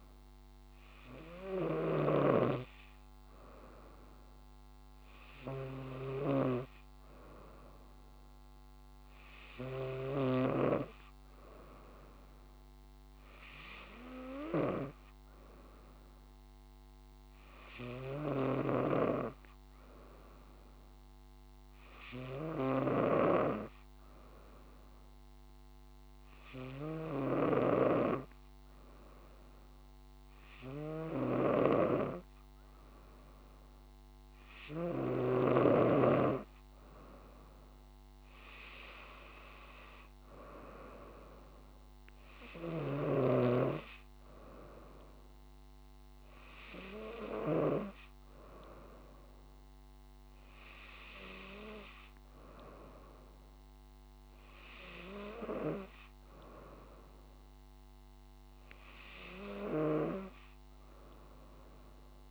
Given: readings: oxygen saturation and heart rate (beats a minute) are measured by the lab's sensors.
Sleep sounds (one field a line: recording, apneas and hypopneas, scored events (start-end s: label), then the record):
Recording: breathing in sleep by a microphone on the trachea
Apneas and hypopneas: none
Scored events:
0.00-11.00 s: snoring (device-marked)
19.00-36.00 s: snoring (device-marked)
From the record:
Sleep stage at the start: N2 (light sleep)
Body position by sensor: on the right side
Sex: female